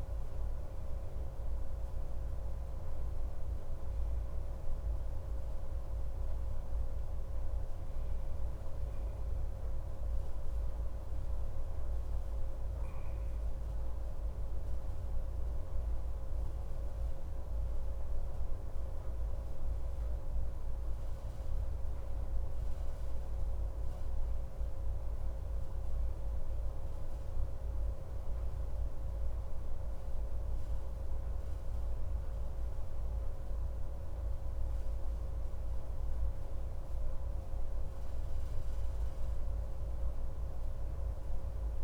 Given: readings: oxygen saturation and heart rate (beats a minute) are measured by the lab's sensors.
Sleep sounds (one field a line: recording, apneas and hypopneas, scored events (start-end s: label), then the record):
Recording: a person awake in a sleep study, hard to hear, by a room microphone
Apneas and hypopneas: none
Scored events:
37.00-41.84 s: new sleep stage, N1 (lightest sleep)
From the record:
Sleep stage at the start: awake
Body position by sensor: on the back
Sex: male